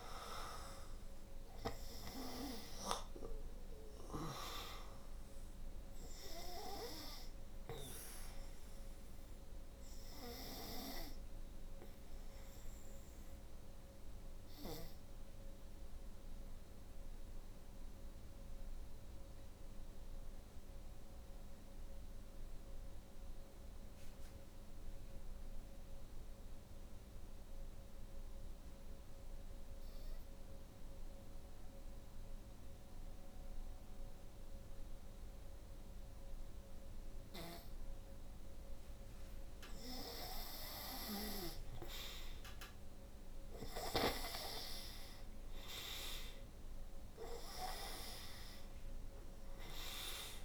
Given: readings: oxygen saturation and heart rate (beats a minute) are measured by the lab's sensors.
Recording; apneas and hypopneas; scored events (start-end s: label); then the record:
breathing in sleep by a room microphone; 1
0.00-26.00 s: oxygen desaturation (device-marked, oxygen 80% lowest, heart rate 50 extreme)
11.50-37.50 s: obstructive apnea (oxygen 97% before, 80% lowest, heart rate 61 before, 49 extreme, up 1 after)
38.00-50.45 s: oxygen desaturation (device-marked, oxygen 97% before, 81% lowest, heart rate 60 before, 49 extreme)
38.50-42.50 s: arousal
From the record:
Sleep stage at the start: N2 (light sleep); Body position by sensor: on the back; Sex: female